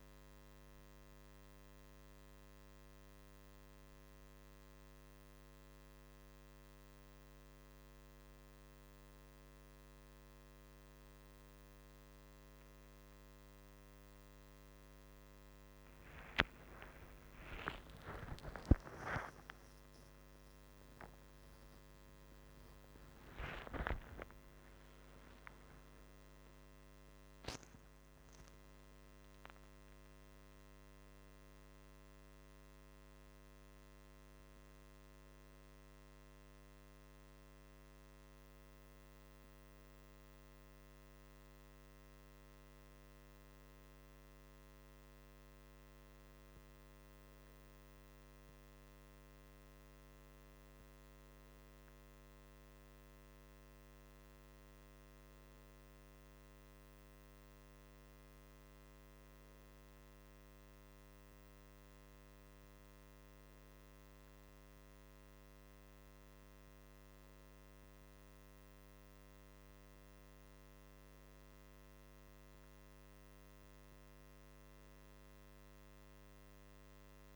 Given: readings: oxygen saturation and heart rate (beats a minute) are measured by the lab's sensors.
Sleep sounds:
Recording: breathing in sleep, hard to hear, by a microphone on the trachea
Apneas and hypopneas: none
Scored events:
17.00-24.00 s: arousal
42.50-77.36 s: new sleep stage, N2 (light sleep)
From the record:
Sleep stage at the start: N1 (lightest sleep)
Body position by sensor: on the right side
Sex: male

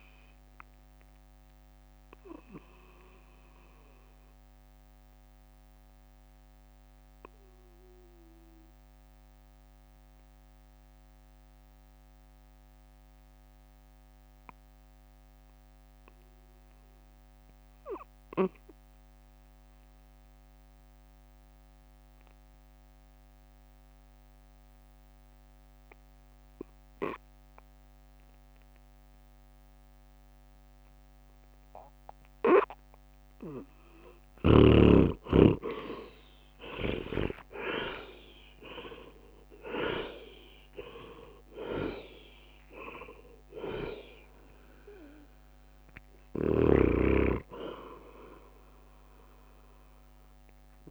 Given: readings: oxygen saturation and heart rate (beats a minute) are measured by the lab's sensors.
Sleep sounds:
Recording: breathing in sleep by a microphone on the trachea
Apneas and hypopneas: 1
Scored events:
0.00-9.00 s: drop in pulse transit time (device-marked, heart rate 52 extreme)
2.50-33.00 s: obstructive apnea (oxygen 97% before, 91% lowest, heart rate 56 before, 50 extreme, up 19 after)
24.00-34.00 s: oxygen desaturation (device-marked, oxygen 98% before, 94% lowest, heart rate 54 before, 50 extreme)
34.50-37.50 s: leg movement (device-marked)
35.00-39.00 s: arousal
38.00-50.90 s: drop in pulse transit time (device-marked, heart rate 54 before, 55 extreme)
From the record:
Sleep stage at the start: N2 (light sleep)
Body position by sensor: on the right side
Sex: male

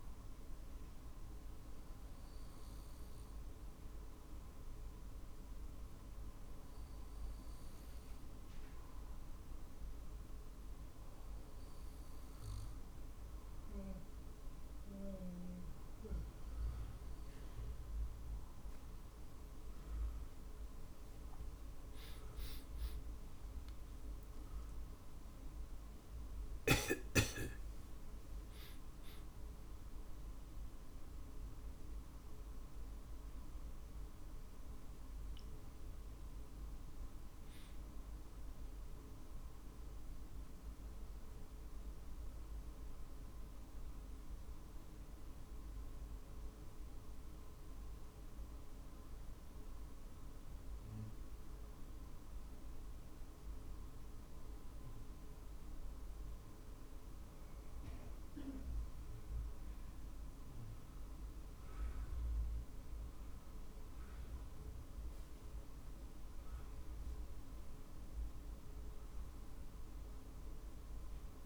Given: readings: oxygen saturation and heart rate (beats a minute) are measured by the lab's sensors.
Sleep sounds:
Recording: breathing in sleep, hard to hear, by a room microphone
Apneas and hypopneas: 1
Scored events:
0.50-18.50 s: hypopnea (oxygen 95% before, 93% lowest, heart rate 49 before, 48 extreme, up 4 after)
25.00-41.00 s: drop in pulse transit time (device-marked, heart rate 49 before, 52 extreme)
27.50-33.50 s: arousal
30.00-71.46 s: new sleep stage, N1 (lightest sleep)
64.50-68.50 s: arousal
From the record:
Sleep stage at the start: N2 (light sleep)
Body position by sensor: on the back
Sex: male

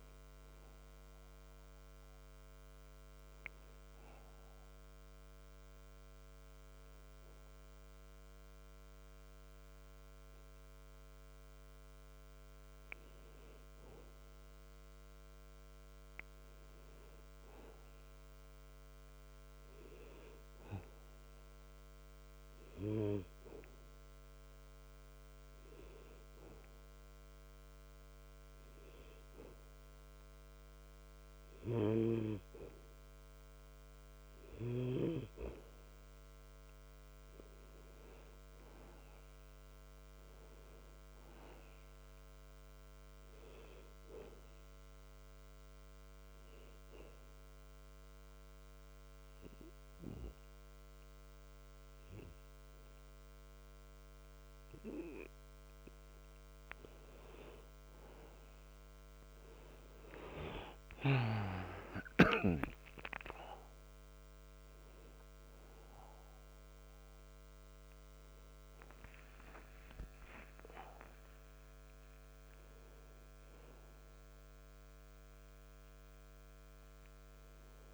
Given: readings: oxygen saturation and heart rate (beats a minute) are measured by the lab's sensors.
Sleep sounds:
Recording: breathing in sleep by a microphone on the trachea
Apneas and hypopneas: 3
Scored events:
0.00-10.50 s: oxygen desaturation (device-marked, oxygen 92% lowest)
3.00-13.50 s: obstructive apnea (oxygen 96% before, 90% lowest)
15.00-18.50 s: arousal
22.00-33.50 s: hypopnea (oxygen 97% before, 87% lowest)
36.00-40.00 s: arousal
43.50-58.50 s: oxygen desaturation (device-marked, oxygen 94% before, 91% lowest)
44.50-55.50 s: obstructive apnea (oxygen 96% before, 87% lowest)
61.00-66.00 s: arousal
69.50-76.50 s: oxygen desaturation (device-marked, oxygen 95% before, 90% lowest)
From the record:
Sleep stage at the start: N2 (light sleep)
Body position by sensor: on the back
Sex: male

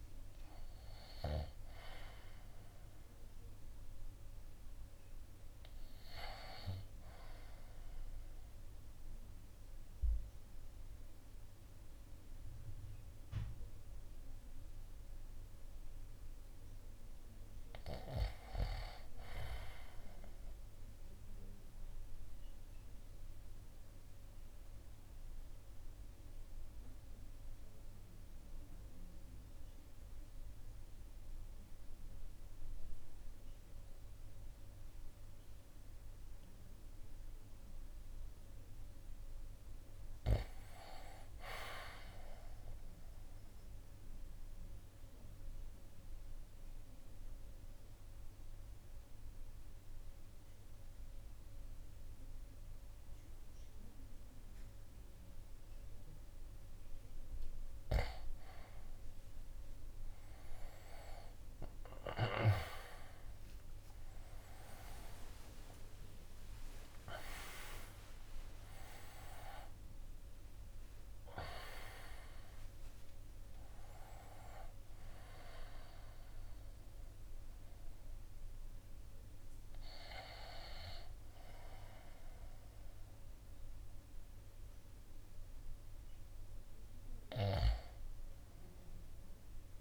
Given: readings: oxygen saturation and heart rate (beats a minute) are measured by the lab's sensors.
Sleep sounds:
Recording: breathing in sleep by a room microphone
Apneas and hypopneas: 2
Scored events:
0.50-13.50 s: oxygen desaturation (device-marked, oxygen 94% before, 86% lowest, heart rate 65 before, 54 extreme)
20.50-37.00 s: obstructive apnea (oxygen 97% before, 84% lowest, heart rate 58 before, 53 extreme, up 4 after)
32.50-41.50 s: oxygen desaturation (device-marked, oxygen 97% before, 93% lowest, heart rate 57 before, 53 extreme)
38.50-41.00 s: arousal
42.50-56.50 s: obstructive apnea (oxygen 97% before, 84% lowest, heart rate 56 before, 53 extreme, up 10 after)
46.50-84.50 s: oxygen desaturation (device-marked, oxygen 94% before, 84% lowest, heart rate 55 before, 53 extreme)
49.50-54.50 s: drop in pulse transit time (device-marked, heart rate 56 before, 54 extreme)
62.50-68.00 s: arousal
65.50-79.50 s: drop in pulse transit time (device-marked, heart rate 57 before, 65 extreme)
From the record:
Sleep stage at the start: REM sleep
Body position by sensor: on the right side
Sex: male

